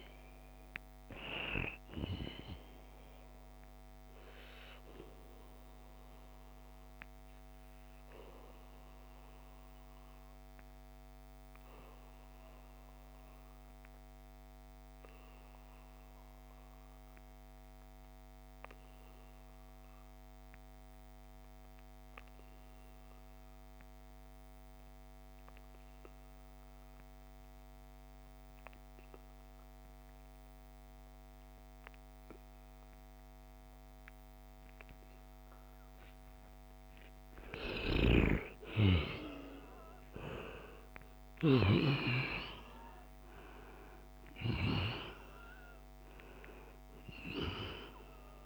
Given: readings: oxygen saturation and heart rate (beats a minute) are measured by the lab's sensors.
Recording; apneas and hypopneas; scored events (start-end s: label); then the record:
breathing in sleep by a microphone on the trachea; 1
0.00-14.50 s: oxygen desaturation (device-marked, oxygen 86% lowest, heart rate 66 extreme)
2.50-36.00 s: obstructive apnea (oxygen 95% before, 86% lowest, heart rate 82 before, 67 extreme, up 7 after)
32.50-48.46 s: oxygen desaturation (device-marked, oxygen 96% before, 86% lowest, heart rate 71 before, 68 extreme)
37.50-41.50 s: arousal
From the record:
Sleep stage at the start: N2 (light sleep); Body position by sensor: on the back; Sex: male